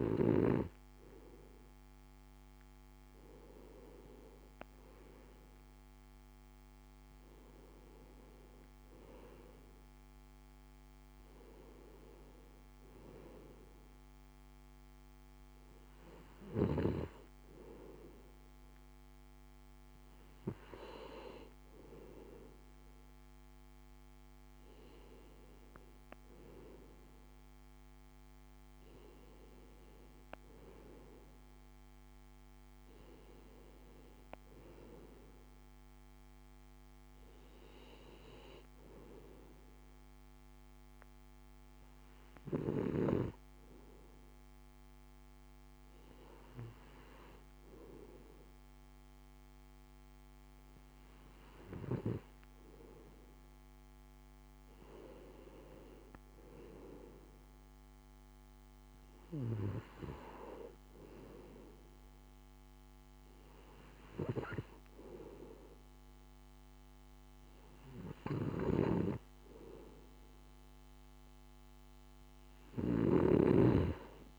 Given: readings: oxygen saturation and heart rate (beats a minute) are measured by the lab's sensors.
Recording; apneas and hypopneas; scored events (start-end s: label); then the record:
breathing in sleep by a microphone on the trachea; 1
39.50-53.00 s: hypopnea (oxygen 94% before, 93% lowest, heart rate 61 before, 56 extreme, up 4 after)
53.00-58.50 s: arousal
From the record:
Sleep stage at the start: N2 (light sleep); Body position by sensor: on the right side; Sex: male